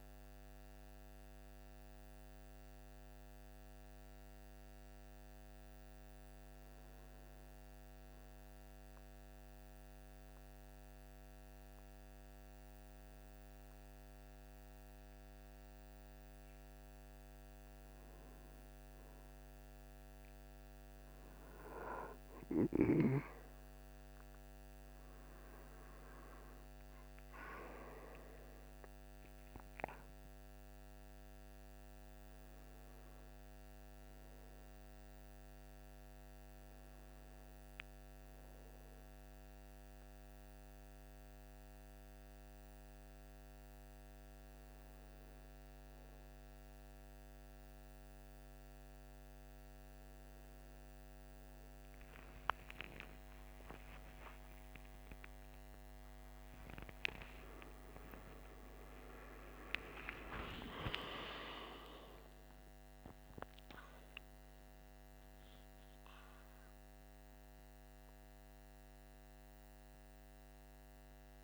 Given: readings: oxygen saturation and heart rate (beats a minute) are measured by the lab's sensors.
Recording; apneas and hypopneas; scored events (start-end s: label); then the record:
a person partly awake in a sleep study, by a microphone on the trachea; 1
1.00-4.50 s: arousal
7.00-17.50 s: hypopnea (oxygen 97% before, 96% lowest, heart rate 50 before, 47 extreme, up 1 after)
20.50-25.00 s: arousal
44.50-71.44 s: new sleep stage, awake
From the record:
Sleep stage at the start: N1 (lightest sleep); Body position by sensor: on the right side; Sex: male